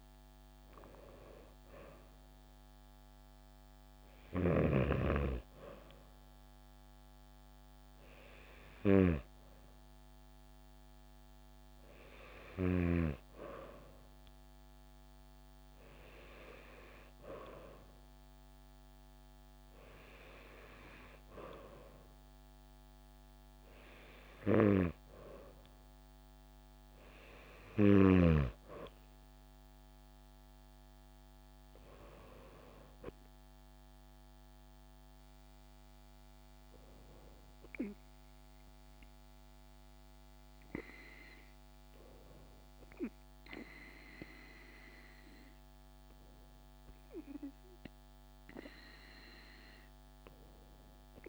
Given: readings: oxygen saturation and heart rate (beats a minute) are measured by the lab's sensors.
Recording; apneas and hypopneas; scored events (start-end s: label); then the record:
breathing in sleep by a microphone on the trachea; none
none scored
From the record:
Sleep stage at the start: N2 (light sleep); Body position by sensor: on the right side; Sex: female